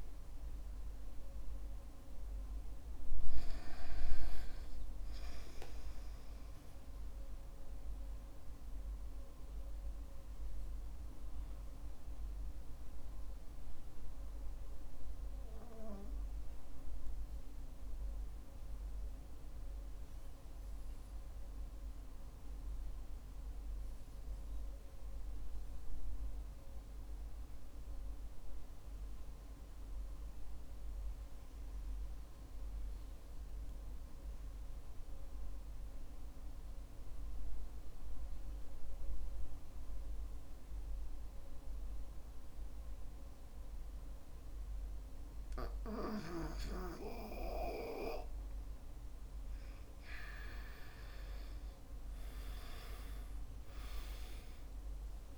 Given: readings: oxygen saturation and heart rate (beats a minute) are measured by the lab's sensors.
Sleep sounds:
breathing in sleep by a room microphone; 1
0.00-7.00 s: oxygen desaturation (device-marked, oxygen 95% lowest, heart rate 52 extreme)
8.50-47.50 s: mixed apnea (oxygen 99% before, 89% lowest, heart rate 62 before, 47 extreme, up 14 after)
17.00-27.00 s: oxygen desaturation (device-marked, oxygen 96% before, 89% lowest, heart rate 58 before, 47 extreme)
45.00-55.37 s: oxygen desaturation (device-marked, oxygen 98% before, 93% lowest, heart rate 54 before, 50 extreme)
51.50-55.37 s: arousal
From the record:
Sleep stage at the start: REM sleep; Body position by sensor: on the back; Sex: male

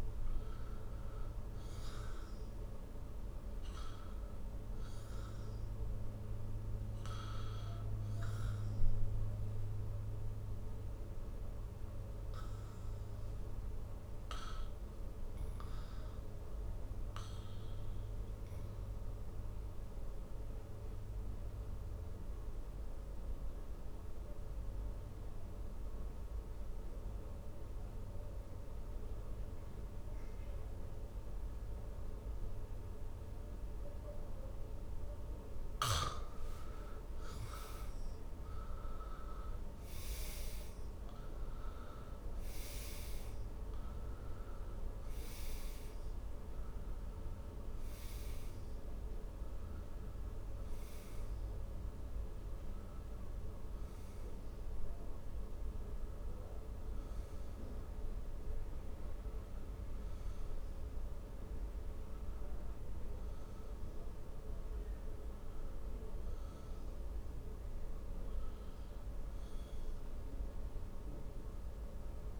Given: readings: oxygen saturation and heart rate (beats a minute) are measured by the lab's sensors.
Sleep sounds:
breathing in sleep, hard to hear, by a room microphone; 1
15.00-34.00 s: oxygen desaturation (device-marked, oxygen 95% before, 89% lowest, heart rate 59 before, 52 extreme)
20.50-37.00 s: obstructive apnea (oxygen 96% before, 89% lowest, heart rate 56 before, 53 extreme, up 13 after)
39.00-43.00 s: arousal
66.00-72.40 s: oxygen desaturation (device-marked, oxygen 95% before, 89% lowest, heart rate 62 before, 54 extreme)
From the record:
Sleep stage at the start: N2 (light sleep); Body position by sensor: on the back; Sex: male

